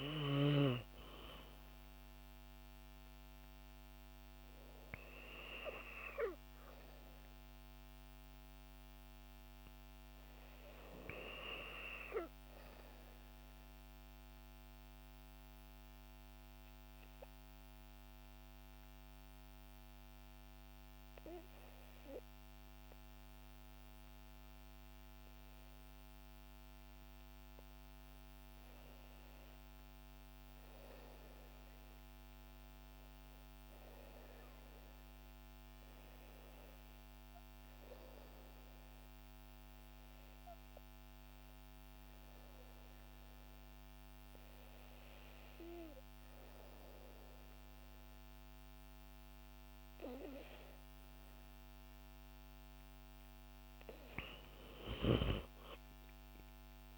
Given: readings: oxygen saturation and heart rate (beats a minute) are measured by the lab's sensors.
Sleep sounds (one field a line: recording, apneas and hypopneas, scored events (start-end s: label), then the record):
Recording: breathing in sleep by a microphone on the trachea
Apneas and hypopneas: 2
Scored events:
2.00-56.98 s: new sleep stage, REM sleep
7.50-11.50 s: arousal
14.00-24.00 s: obstructive apnea (oxygen 94% before, 88% lowest, heart rate 65 before, 62 extreme, up 4 after)
28.00-31.00 s: arousal
32.00-49.00 s: oxygen desaturation (device-marked, oxygen 94% before, 88% lowest, heart rate 62 before, 62 extreme)
39.00-50.00 s: hypopnea (oxygen 94% before, 88% lowest, heart rate 67 before, 62 extreme, up 5 after)
52.00-55.50 s: arousal
From the record:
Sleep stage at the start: N2 (light sleep)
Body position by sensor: on the back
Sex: female